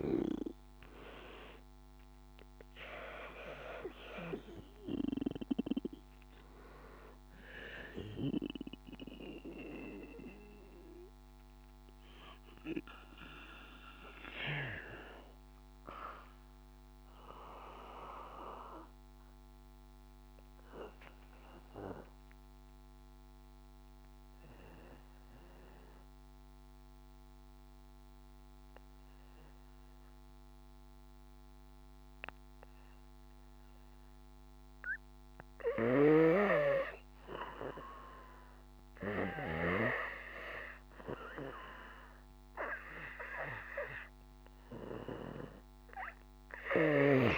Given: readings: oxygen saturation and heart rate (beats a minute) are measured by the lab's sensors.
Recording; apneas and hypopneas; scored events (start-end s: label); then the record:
breathing in sleep by a microphone on the trachea; 1
0.00-24.50 s: oxygen desaturation (device-marked, oxygen 89% lowest, heart rate 50 extreme)
9.00-37.50 s: obstructive apnea (oxygen 98% before, 89% lowest, heart rate 54 before, 51 extreme, up 1 after)
40.00-43.50 s: arousal
43.50-47.38 s: oxygen desaturation (device-marked, oxygen 97% before, 90% lowest, heart rate 53 before, 50 extreme)
From the record:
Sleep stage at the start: N2 (light sleep); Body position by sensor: on the back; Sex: male